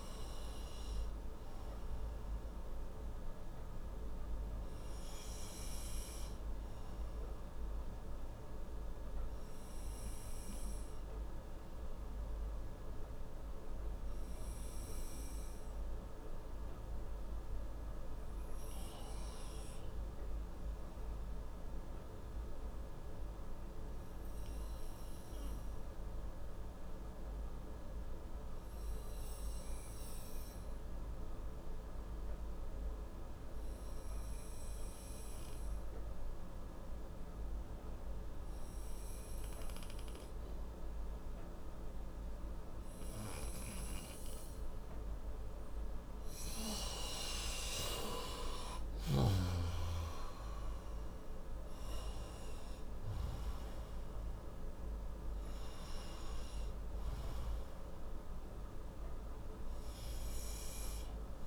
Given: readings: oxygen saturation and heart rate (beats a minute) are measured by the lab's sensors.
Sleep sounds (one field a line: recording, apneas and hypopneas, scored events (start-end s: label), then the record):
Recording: breathing in sleep, hard to hear, by a room microphone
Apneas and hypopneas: 1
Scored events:
23.00-41.50 s: obstructive apnea (oxygen 96% before, 90% lowest, heart rate 61 before, 62 extreme, up 3 after)
30.50-61.47 s: oxygen desaturation (device-marked, oxygen 96% before, 90% lowest, heart rate 62 before, 58 extreme)
46.00-49.50 s: arousal
From the record:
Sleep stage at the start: N2 (light sleep)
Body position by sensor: on the right side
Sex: male